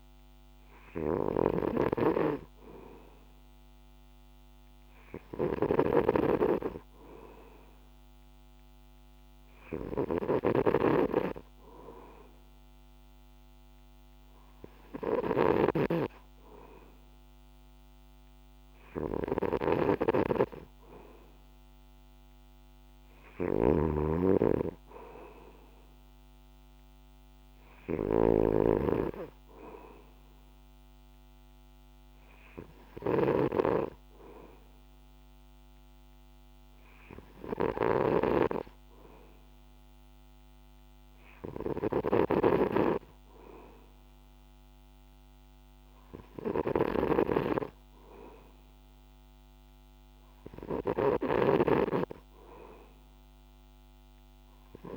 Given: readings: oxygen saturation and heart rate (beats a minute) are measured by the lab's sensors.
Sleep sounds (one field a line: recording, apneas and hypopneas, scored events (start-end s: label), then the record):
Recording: breathing in sleep by a microphone on the trachea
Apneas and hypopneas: none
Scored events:
0.00-54.97 s: snoring (device-marked)
From the record:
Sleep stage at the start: N2 (light sleep)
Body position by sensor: on the back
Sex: male